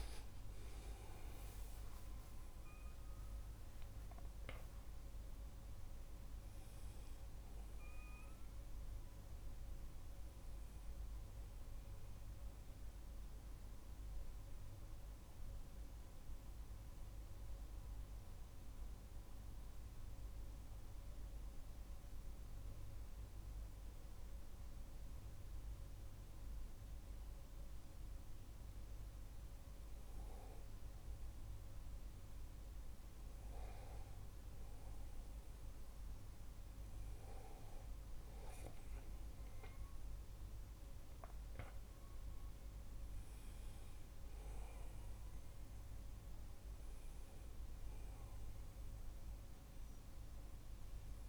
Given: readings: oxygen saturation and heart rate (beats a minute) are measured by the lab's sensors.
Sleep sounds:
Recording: breathing in sleep, hard to hear, by a room microphone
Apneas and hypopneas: 1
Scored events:
17.00-29.00 s: hypopnea (oxygen 97% before, 95% lowest, heart rate 58 before, 42 extreme, up 19 after)
31.00-36.00 s: arousal
From the record:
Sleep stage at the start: N2 (light sleep)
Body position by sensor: on the back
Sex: male

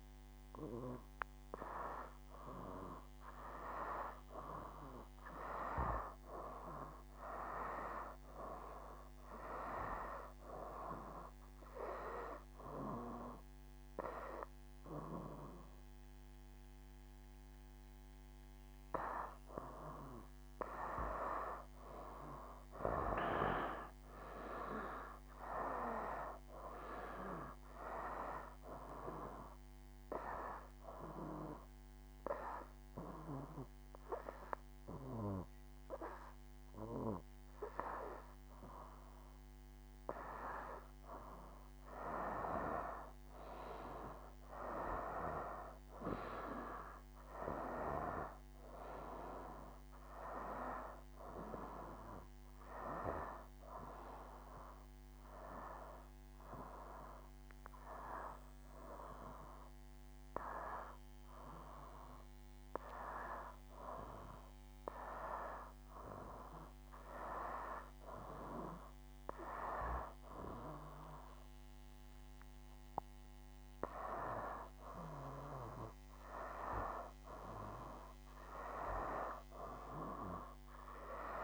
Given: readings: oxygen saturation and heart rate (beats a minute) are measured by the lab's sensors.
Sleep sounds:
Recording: breathing in sleep by a microphone on the trachea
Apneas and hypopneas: 2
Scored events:
0.50-10.50 s: oxygen desaturation (device-marked, oxygen 95% before, 91% lowest, heart rate 69 before, 69 extreme)
11.50-22.50 s: hypopnea (oxygen 95% before, 92% lowest, heart rate 71 before, 68 extreme, up 3 after)
24.50-28.00 s: arousal
31.50-41.50 s: obstructive apnea (oxygen 97% before, 92% lowest, heart rate 71 before, 68 extreme, up 0 after)
37.50-49.50 s: oxygen desaturation (device-marked, oxygen 95% before, 92% lowest, heart rate 72 before, 68 extreme)
47.00-51.50 s: arousal
55.50-68.50 s: oxygen desaturation (device-marked, oxygen 96% before, 92% lowest, heart rate 71 before, 71 extreme)
75.00-79.00 s: arousal
From the record:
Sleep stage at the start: N2 (light sleep)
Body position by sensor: on the back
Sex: male

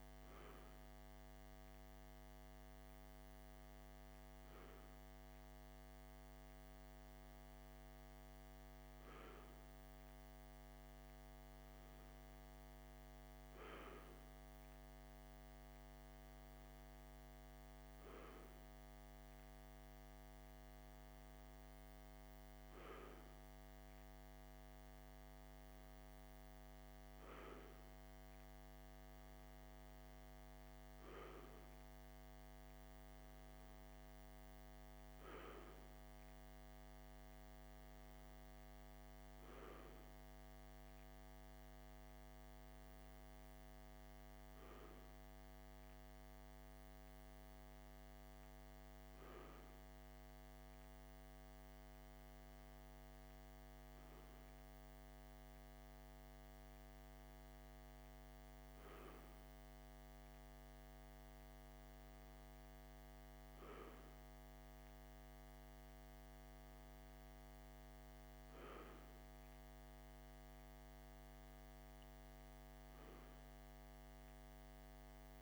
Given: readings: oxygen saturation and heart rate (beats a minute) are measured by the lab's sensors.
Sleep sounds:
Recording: breathing in sleep, hard to hear, by a microphone on the trachea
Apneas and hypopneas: none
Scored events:
none scored
From the record:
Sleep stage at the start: N1 (lightest sleep)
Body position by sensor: on the left side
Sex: male

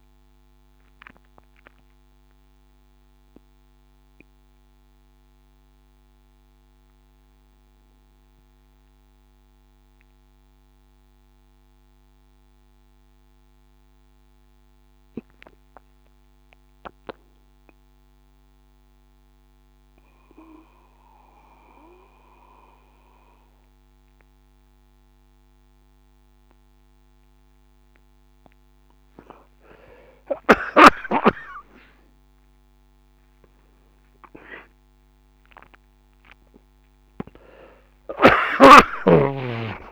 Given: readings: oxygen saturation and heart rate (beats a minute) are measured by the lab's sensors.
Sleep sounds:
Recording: breathing in sleep by a microphone on the trachea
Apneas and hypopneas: 1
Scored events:
1.00-32.00 s: mixed apnea (oxygen 99% before, 89% lowest, heart rate 63 before, 63 extreme, up 0 after)
34.00-38.00 s: arousal
36.00-39.92 s: oxygen desaturation (device-marked, oxygen 98% before, 89% lowest, heart rate 63 before, 62 extreme)
From the record:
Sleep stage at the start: N2 (light sleep)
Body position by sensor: on the back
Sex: male

